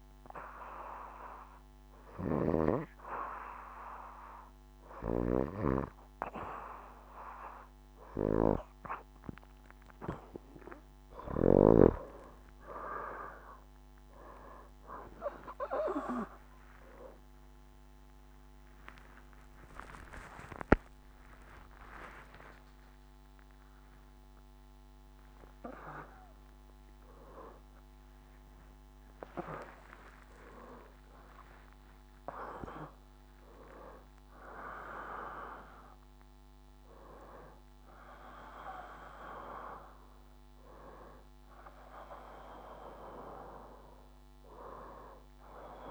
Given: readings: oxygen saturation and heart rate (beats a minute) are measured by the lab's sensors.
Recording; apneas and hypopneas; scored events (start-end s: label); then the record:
a person awake in a sleep study, by a microphone on the trachea; none
0.00-2.00 s: snoring (device-marked)
1.50-31.50 s: new sleep stage, awake
6.50-18.50 s: oxygen desaturation (device-marked, oxygen 88% before, 79% lowest, heart rate 78 before, 58 extreme)
11.50-13.00 s: leg movement (device-marked)
12.50-23.50 s: tachycardia (device-marked, heart rate 78 before, 139 extreme)
14.50-16.50 s: long interval between heartbeats (device-marked, heart rate 81 before, 96 extreme)
18.50-20.50 s: long interval between heartbeats (device-marked, heart rate 86 before, 116 extreme)
20.50-22.50 s: long interval between heartbeats (device-marked, heart rate 91 before, 139 extreme)
31.00-33.00 s: long interval between heartbeats (device-marked, heart rate 106 before, 83 extreme)
31.50-33.50 s: bradycardia (device-marked, heart rate 79 before, 75 extreme)
31.50-45.91 s: new sleep stage, N1 (lightest sleep)
38.00-41.00 s: leg movement (device-marked)
From the record:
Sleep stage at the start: N2 (light sleep); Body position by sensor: on the back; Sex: female